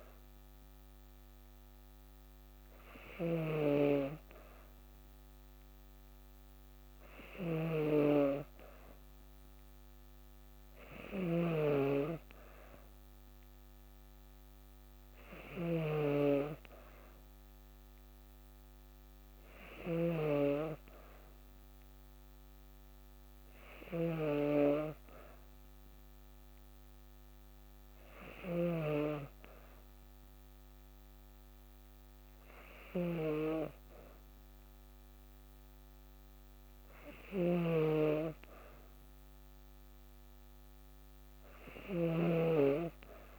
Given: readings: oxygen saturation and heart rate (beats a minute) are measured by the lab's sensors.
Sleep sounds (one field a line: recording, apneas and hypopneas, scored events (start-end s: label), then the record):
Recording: breathing in sleep by a microphone on the trachea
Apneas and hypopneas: none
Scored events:
0.00-20.00 s: snoring (device-marked)
28.00-43.38 s: snoring (device-marked)
From the record:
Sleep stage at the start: N2 (light sleep)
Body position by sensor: on the back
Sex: female